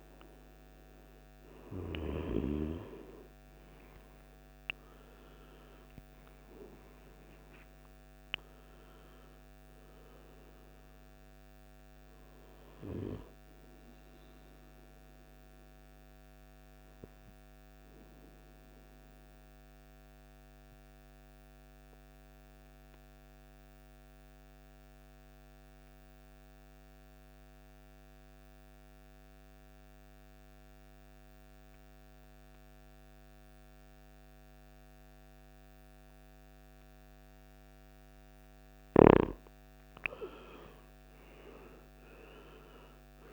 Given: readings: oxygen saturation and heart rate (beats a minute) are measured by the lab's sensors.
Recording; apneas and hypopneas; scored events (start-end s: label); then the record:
breathing in sleep by a microphone on the trachea; 1
1.50-7.00 s: arousal
22.00-38.00 s: obstructive apnea (oxygen 96% before, 90% lowest, heart rate 63 before, 53 extreme, up 21 after)
41.50-43.33 s: oxygen desaturation (device-marked, oxygen 98% before, 90% lowest, heart rate 57 before, 53 extreme)
From the record:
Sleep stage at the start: N2 (light sleep); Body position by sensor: on the right side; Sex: male